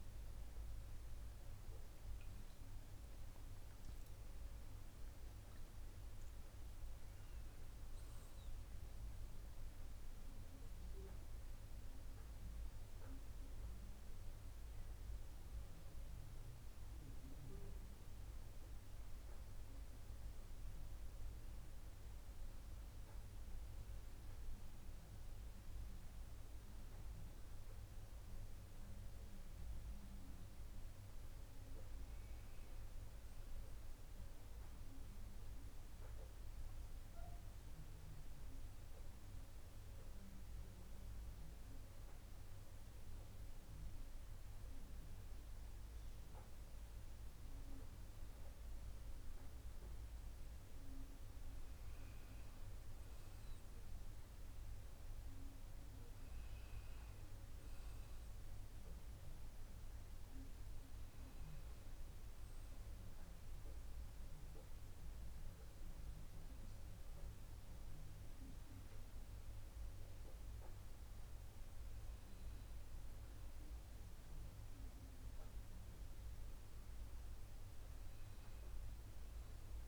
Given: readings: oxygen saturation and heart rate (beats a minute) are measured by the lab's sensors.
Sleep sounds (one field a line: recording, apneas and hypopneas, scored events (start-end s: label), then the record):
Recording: breathing in sleep, hard to hear, by a room microphone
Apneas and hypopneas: 2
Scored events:
10.00-23.50 s: hypopnea (oxygen 99% before, 95% lowest, heart rate 121 before, 97 extreme)
25.50-29.00 s: arousal
26.50-47.50 s: oxygen desaturation (device-marked, oxygen 99% before, 96% lowest, heart rate 127 before, 105 extreme)
38.00-50.50 s: hypopnea (oxygen 100% before, 95% lowest, heart rate 147 before, 105 extreme, up 0 after)
53.00-56.50 s: arousal
60.50-79.88 s: new sleep stage, N2 (light sleep)
From the record:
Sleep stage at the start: N1 (lightest sleep)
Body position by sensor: on the right side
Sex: male